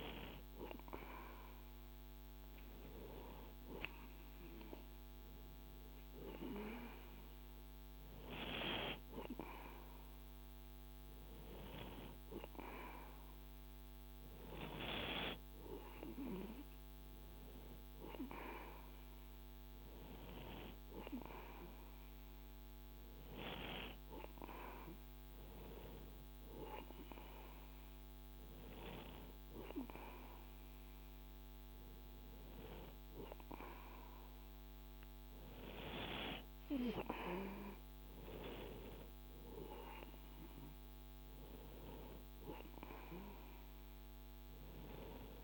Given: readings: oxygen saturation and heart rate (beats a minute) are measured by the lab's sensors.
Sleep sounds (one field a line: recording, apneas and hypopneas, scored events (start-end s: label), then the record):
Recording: breathing in sleep by a microphone on the trachea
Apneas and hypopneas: none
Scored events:
none scored
From the record:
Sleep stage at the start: N2 (light sleep)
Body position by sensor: on the right side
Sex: male